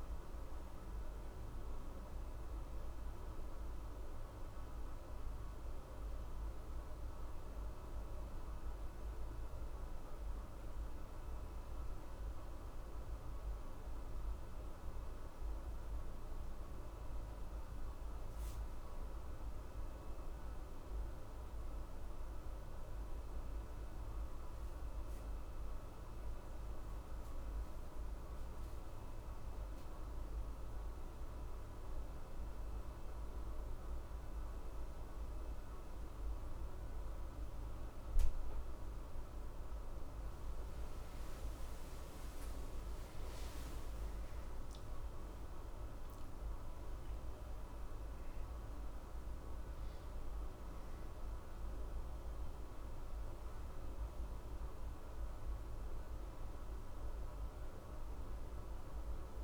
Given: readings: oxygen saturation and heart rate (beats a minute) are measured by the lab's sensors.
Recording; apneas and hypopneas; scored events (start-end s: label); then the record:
breathing in sleep, hard to hear, by a room microphone; none
42.00-47.50 s: arousal
From the record:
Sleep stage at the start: N1 (lightest sleep); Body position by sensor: on the back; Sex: male